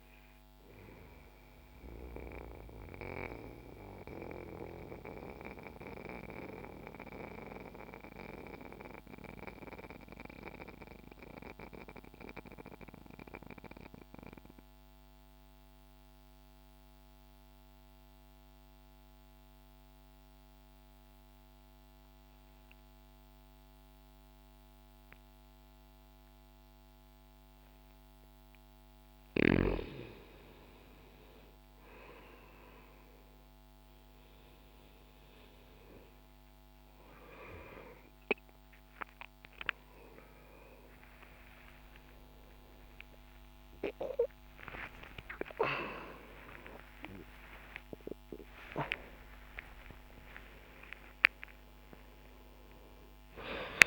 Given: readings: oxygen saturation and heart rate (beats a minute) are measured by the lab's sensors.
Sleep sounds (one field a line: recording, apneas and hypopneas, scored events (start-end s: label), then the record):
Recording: a person partly awake in a sleep study, by a microphone on the trachea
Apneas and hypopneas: 1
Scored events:
0.00-14.50 s: oxygen desaturation (device-marked, oxygen 84% lowest, heart rate 60 extreme)
1.00-28.00 s: mixed apnea (oxygen 95% before, 84% lowest, heart rate 62 before, 60 extreme, up 5 after)
28.50-53.87 s: oxygen desaturation (device-marked, oxygen 98% before, 86% lowest)
38.50-53.87 s: new sleep stage, awake
From the record:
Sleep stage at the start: N2 (light sleep)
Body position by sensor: on the back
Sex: male